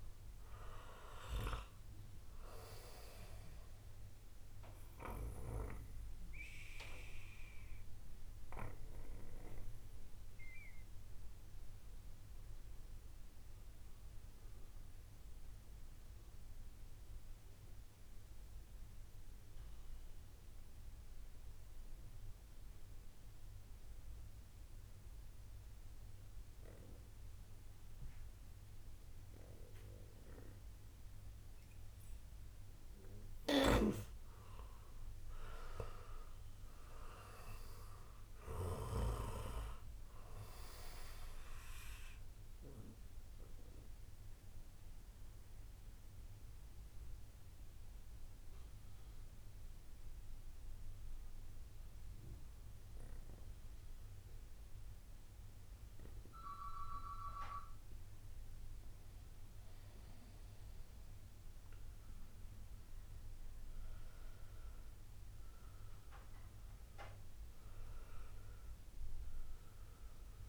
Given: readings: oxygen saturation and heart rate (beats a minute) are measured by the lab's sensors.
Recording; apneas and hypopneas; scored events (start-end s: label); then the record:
breathing in sleep by a room microphone; 2
4.50-33.50 s: obstructive apnea (oxygen 97% before, 94% lowest, heart rate 58 before, 37 extreme, up 0 after)
35.50-39.00 s: arousal
42.50-57.00 s: obstructive apnea (oxygen 97% before, 93% lowest, heart rate 53 before, 38 extreme, up 12 after)
59.50-63.50 s: arousal
From the record:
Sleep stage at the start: N2 (light sleep); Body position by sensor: on the right side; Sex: male